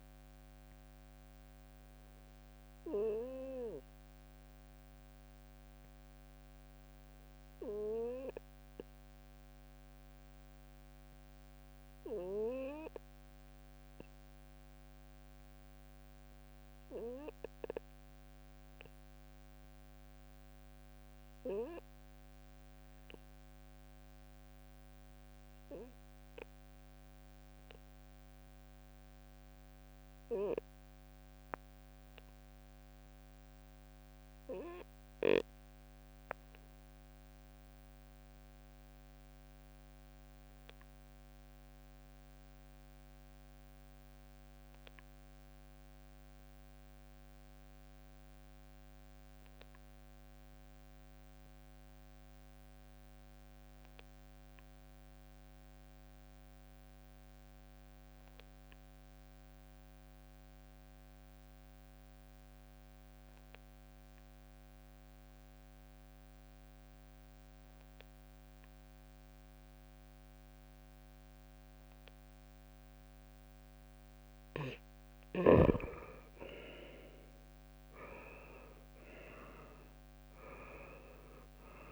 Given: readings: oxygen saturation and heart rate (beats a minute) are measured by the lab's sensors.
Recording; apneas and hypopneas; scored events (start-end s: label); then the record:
breathing in sleep by a microphone on the trachea; 1
0.50-72.00 s: obstructive apnea (oxygen 99% before, 78% lowest, heart rate 67 before, 64 extreme, up 7 after)
29.00-81.92 s: oxygen desaturation (device-marked, oxygen 98% before, 85% lowest, heart rate 68 before, 64 extreme)
77.00-81.92 s: arousal
From the record:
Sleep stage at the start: REM sleep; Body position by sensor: on the right side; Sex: male